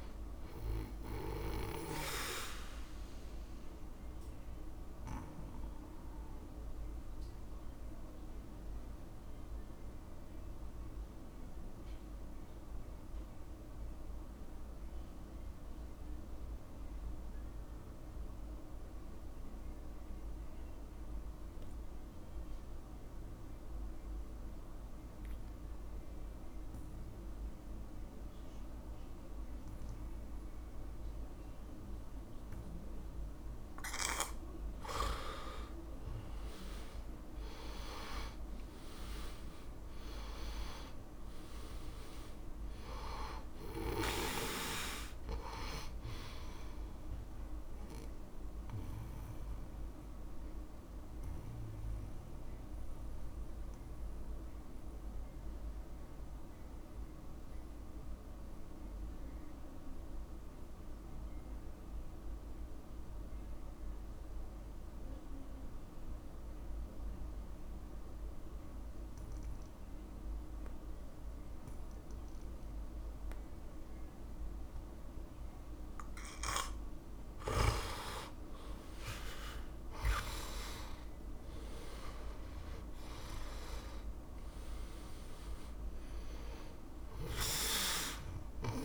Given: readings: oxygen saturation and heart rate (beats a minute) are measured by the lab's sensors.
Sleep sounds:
breathing in sleep by a room microphone; 2
0.00-20.00 s: oxygen desaturation (device-marked, oxygen 89% lowest, heart rate 58 extreme)
4.00-35.50 s: mixed apnea (oxygen 100% before, 86% lowest, heart rate 74 before, 58 extreme, up 8 after)
30.00-65.00 s: oxygen desaturation (device-marked, oxygen 100% before, 86% lowest, heart rate 63 before, 58 extreme)
37.00-40.50 s: arousal
48.50-77.00 s: mixed apnea (oxygen 100% before, 84% lowest, heart rate 63 before, 58 extreme, up 7 after)
77.00-88.85 s: oxygen desaturation (device-marked, oxygen 100% before, 84% lowest, heart rate 64 before, 57 extreme)
79.00-83.00 s: arousal
From the record:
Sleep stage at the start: N2 (light sleep); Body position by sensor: on the back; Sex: male

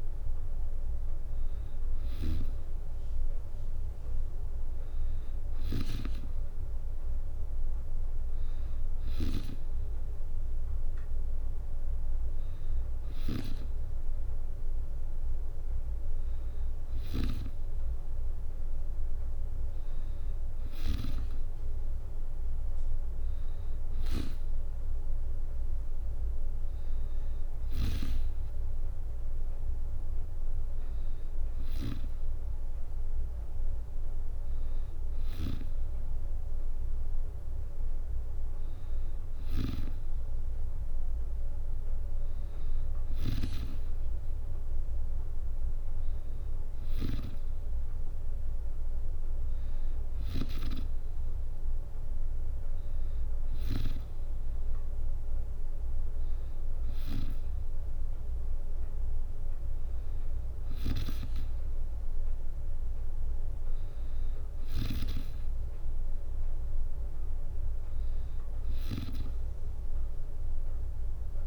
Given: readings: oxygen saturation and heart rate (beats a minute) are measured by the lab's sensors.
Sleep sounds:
breathing in sleep by a room microphone; none
1.50-13.00 s: snoring (device-marked)
27.00-35.00 s: snoring (device-marked)
64.00-68.50 s: snoring (device-marked)
From the record:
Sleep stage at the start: N2 (light sleep); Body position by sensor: on the back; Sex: female

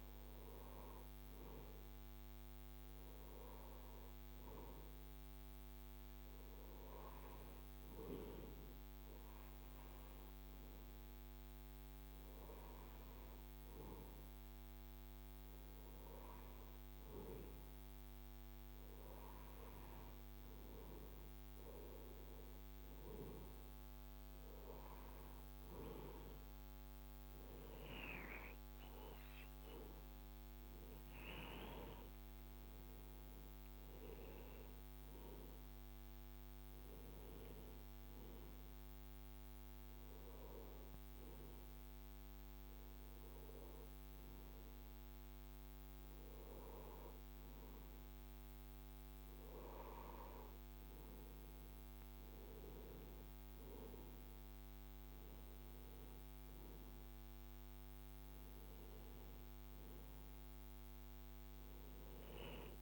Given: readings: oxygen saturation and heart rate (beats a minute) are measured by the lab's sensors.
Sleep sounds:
breathing in sleep by a microphone on the trachea; none
none scored
From the record:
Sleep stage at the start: N2 (light sleep); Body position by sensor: on the right side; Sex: male

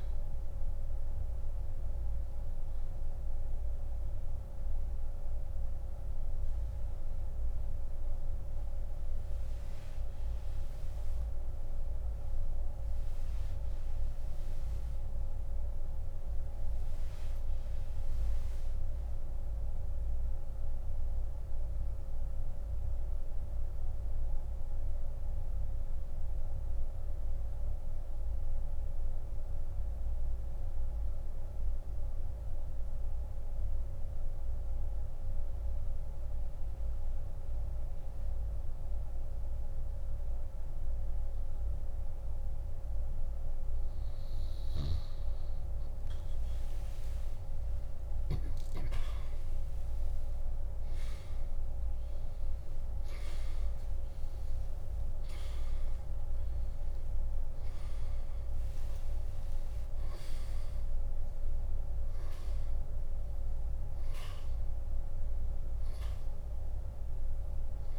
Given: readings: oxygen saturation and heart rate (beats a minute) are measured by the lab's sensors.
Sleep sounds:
breathing in sleep, hard to hear, by a room microphone; 1
0.00-41.50 s: oxygen desaturation (device-marked, oxygen 84% lowest)
6.50-43.50 s: mixed apnea (oxygen 97% before, 83% lowest)
54.00-59.00 s: arousal
63.50-67.99 s: oxygen desaturation (device-marked, oxygen 97% before, 83% lowest, heart rate 44 before, 25 extreme)
From the record:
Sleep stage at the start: N2 (light sleep); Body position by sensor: on the back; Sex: male

